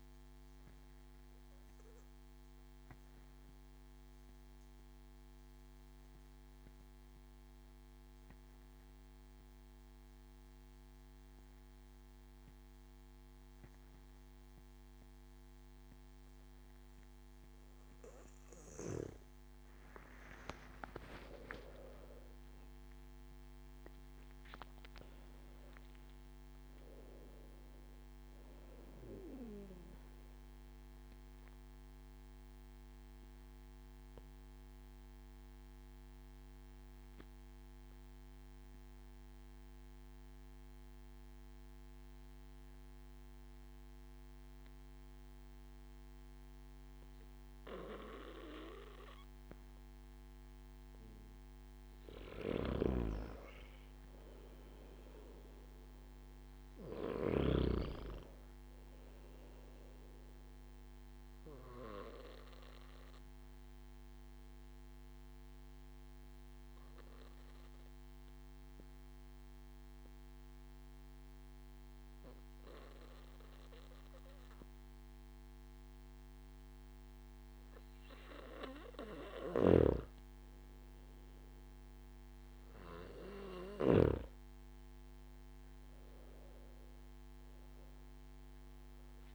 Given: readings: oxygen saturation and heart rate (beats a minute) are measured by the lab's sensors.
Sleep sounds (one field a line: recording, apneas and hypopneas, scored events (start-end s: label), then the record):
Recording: breathing in sleep by a microphone on the trachea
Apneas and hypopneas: 3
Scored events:
2.00-18.00 s: obstructive apnea (oxygen 96% before, 94% lowest)
21.00-24.50 s: arousal
31.50-51.00 s: obstructive apnea (oxygen 96% before, 94% lowest)
52.50-57.50 s: snoring (device-marked)
53.00-56.00 s: arousal
61.50-79.50 s: obstructive apnea (oxygen 97% before, 94% lowest)
79.50-84.00 s: snoring (device-marked)
81.00-84.00 s: arousal
From the record:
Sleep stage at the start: N2 (light sleep)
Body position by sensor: on the back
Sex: male